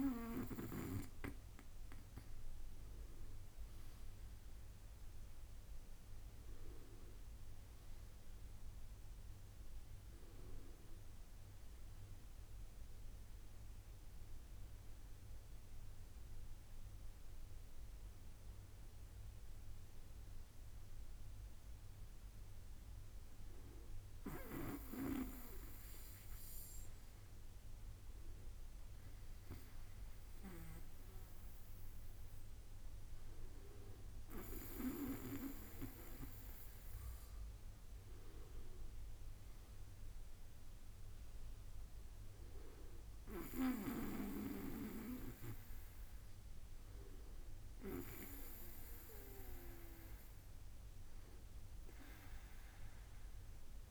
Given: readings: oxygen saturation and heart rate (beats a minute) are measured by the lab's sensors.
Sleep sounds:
breathing in sleep by a room microphone; none
none scored
From the record:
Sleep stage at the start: N2 (light sleep); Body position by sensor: on the back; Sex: male

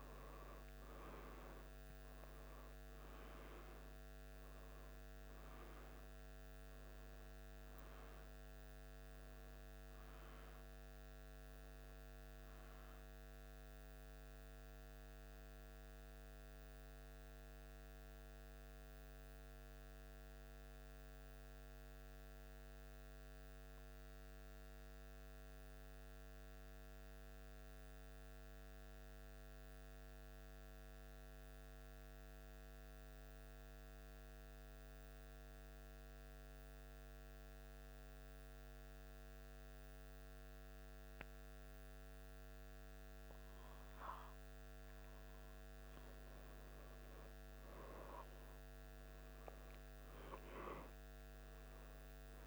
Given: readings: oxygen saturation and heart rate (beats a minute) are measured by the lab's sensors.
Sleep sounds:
breathing in sleep, hard to hear, by a microphone on the trachea; 1
0.00-9.50 s: oxygen desaturation (device-marked, oxygen 94% lowest, heart rate 74 extreme)
15.50-44.50 s: mixed apnea (oxygen 97% before, 94% lowest, heart rate 76 before, 75 extreme, up 3 after)
47.00-50.50 s: arousal
From the record:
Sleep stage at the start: N2 (light sleep); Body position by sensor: on the back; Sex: male

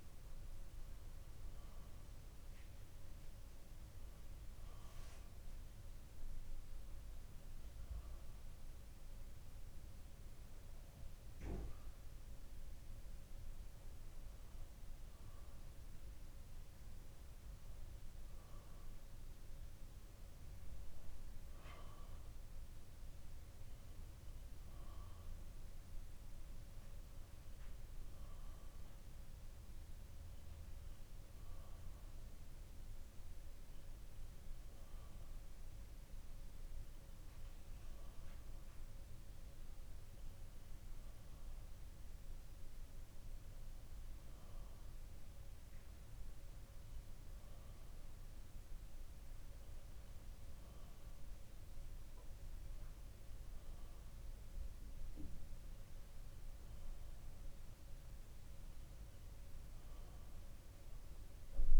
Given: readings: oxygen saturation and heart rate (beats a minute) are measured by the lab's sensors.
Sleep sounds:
breathing in sleep, hard to hear, by a room microphone; none
none scored
From the record:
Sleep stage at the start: N2 (light sleep); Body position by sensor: on the back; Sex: male

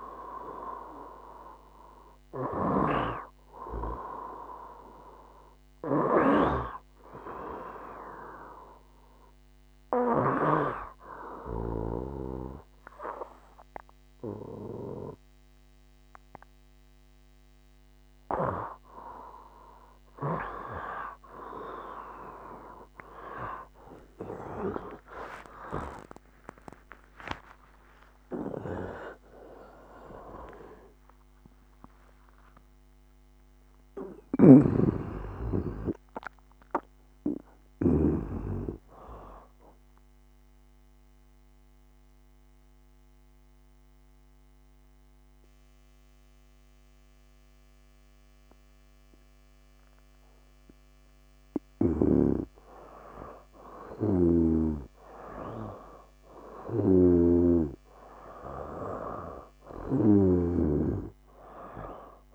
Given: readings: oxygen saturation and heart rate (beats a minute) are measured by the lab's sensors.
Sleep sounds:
breathing in sleep by a microphone on the trachea; 1
0.00-10.50 s: snoring (device-marked)
0.00-11.00 s: oxygen desaturation (device-marked, oxygen 76% lowest, heart rate 72 extreme)
24.00-29.50 s: arousal
27.50-29.50 s: long interval between heartbeats (device-marked, heart rate 74 before, 96 extreme)
28.00-35.00 s: tachycardia (device-marked, heart rate 75 before, 132 extreme)
31.00-45.00 s: oxygen desaturation (device-marked, oxygen 98% before, 94% lowest, heart rate 79 before, 75 extreme)
34.00-38.00 s: snoring (device-marked)
37.00-62.35 s: new sleep stage, N2 (light sleep)
40.00-51.50 s: mixed apnea (oxygen 99% before, 92% lowest, heart rate 95 before, 75 extreme, up 0 after)
54.50-59.00 s: arousal
From the record:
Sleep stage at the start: N1 (lightest sleep); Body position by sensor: on the right side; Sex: male

